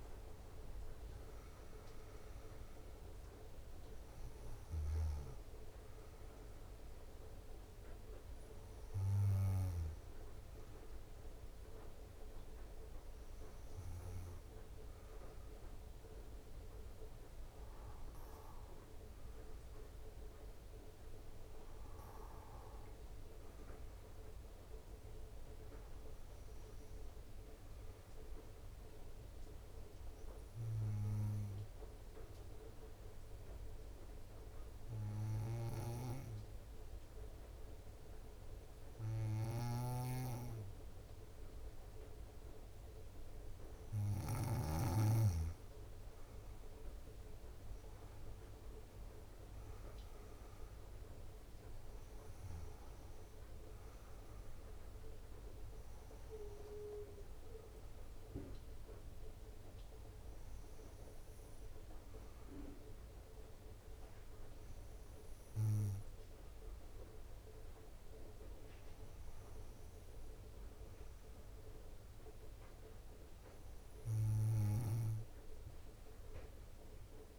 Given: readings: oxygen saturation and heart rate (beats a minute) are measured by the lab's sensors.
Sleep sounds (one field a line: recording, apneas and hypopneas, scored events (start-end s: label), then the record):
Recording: breathing in sleep by a room microphone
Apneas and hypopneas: 1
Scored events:
0.00-5.50 s: oxygen desaturation (device-marked, oxygen 91% lowest, heart rate 58 extreme)
28.00-45.00 s: obstructive apnea (oxygen 98% before, 94% lowest, heart rate 61 before, 57 extreme, up 9 after)
39.50-45.00 s: snoring (device-marked)
44.50-71.50 s: oxygen desaturation (device-marked, oxygen 97% before, 94% lowest, heart rate 60 before, 60 extreme)
46.50-49.50 s: arousal
From the record:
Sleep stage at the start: N2 (light sleep)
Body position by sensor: on the back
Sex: female